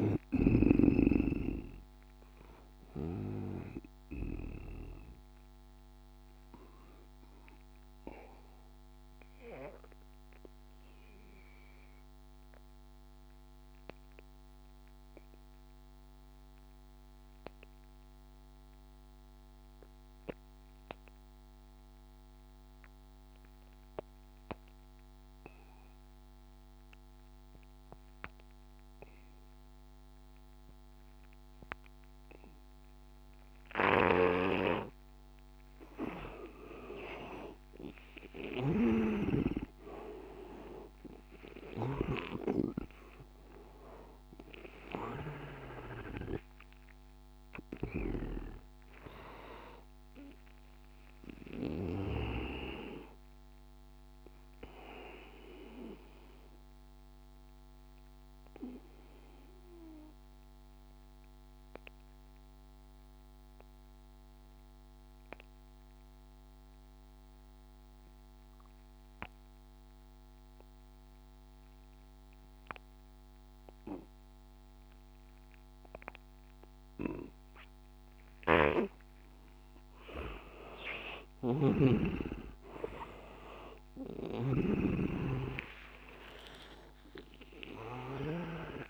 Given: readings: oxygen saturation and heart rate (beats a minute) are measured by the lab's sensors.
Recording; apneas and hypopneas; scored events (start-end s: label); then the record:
breathing in sleep by a microphone on the trachea; 2
0.00-4.50 s: snoring (device-marked)
0.00-12.00 s: oxygen desaturation (device-marked, oxygen 86% lowest, heart rate 75 extreme)
2.00-34.00 s: obstructive apnea (oxygen 97% before, 84% lowest, heart rate 86 before, 75 extreme, up 10 after)
29.00-64.00 s: oxygen desaturation (device-marked, oxygen 99% before, 84% lowest, heart rate 81 before, 79 extreme)
37.50-42.00 s: arousal
38.00-48.00 s: snoring (device-marked)
54.50-78.50 s: obstructive apnea (oxygen 96% before, 83% lowest, heart rate 87 before, 82 extreme, up 9 after)
79.00-88.90 s: oxygen desaturation (device-marked, oxygen 99% before, 83% lowest, heart rate 84 before, 74 extreme)
81.00-88.50 s: snoring (device-marked)
82.00-86.00 s: arousal
From the record:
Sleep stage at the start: N2 (light sleep); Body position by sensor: on the back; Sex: male